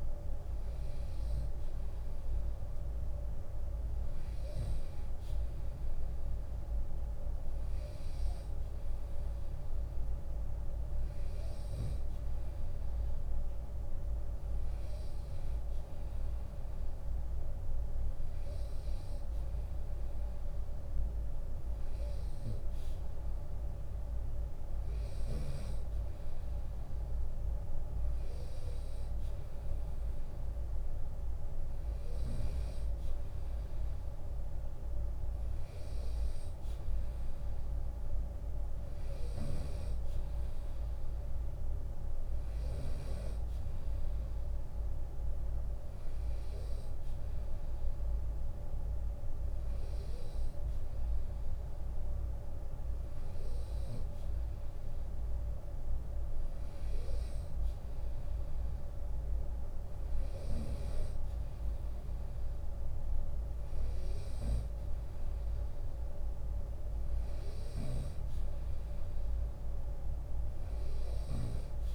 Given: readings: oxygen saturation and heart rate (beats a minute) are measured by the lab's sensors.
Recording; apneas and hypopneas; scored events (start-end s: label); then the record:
breathing in sleep, hard to hear, by a room microphone; none
0.00-2.00 s: long interval between heartbeats (device-marked, heart rate 77 before, 64 extreme)
18.50-20.50 s: long interval between heartbeats (device-marked, heart rate 72 before, 76 extreme)
33.00-35.00 s: long interval between heartbeats (device-marked, heart rate 80 before, 69 extreme)
From the record:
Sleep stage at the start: N2 (light sleep); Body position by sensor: on the right side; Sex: male